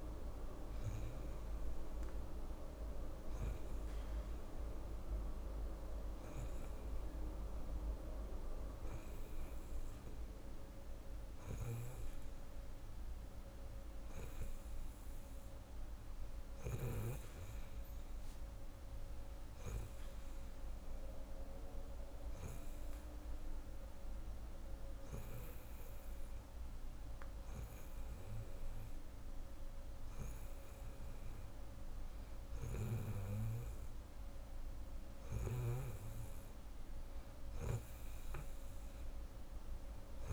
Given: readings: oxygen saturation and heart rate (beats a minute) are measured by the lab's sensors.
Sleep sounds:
breathing in sleep by a room microphone; none
none scored
From the record:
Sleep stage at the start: N2 (light sleep); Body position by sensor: on the right side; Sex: female

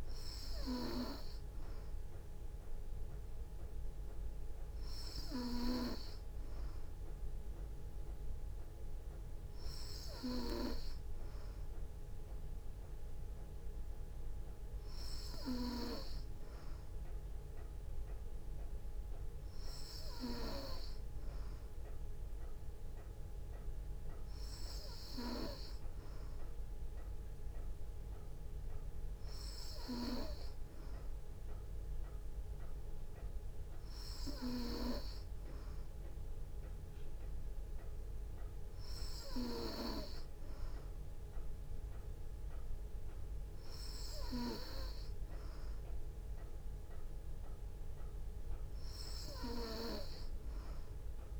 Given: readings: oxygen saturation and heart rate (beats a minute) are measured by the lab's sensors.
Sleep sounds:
breathing in sleep by a room microphone; none
none scored
From the record:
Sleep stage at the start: N3 (deep sleep); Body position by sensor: on the back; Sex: female

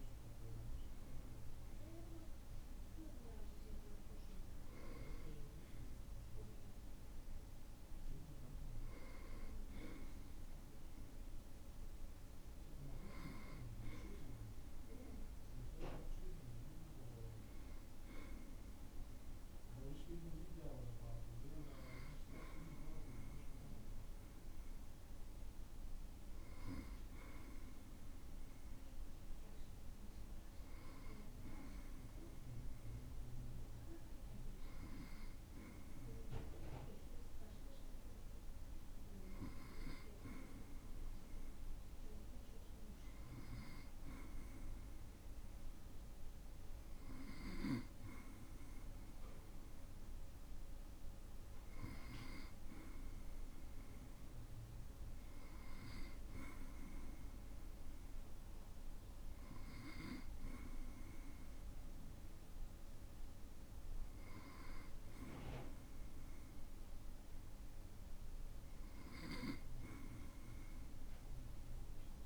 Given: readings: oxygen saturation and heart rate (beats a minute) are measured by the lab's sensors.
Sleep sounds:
breathing in sleep by a room microphone; none
13.50-15.50 s: long interval between heartbeats (device-marked, heart rate 58 before, 59 extreme)
From the record:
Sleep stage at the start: N2 (light sleep); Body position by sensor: on the back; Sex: male

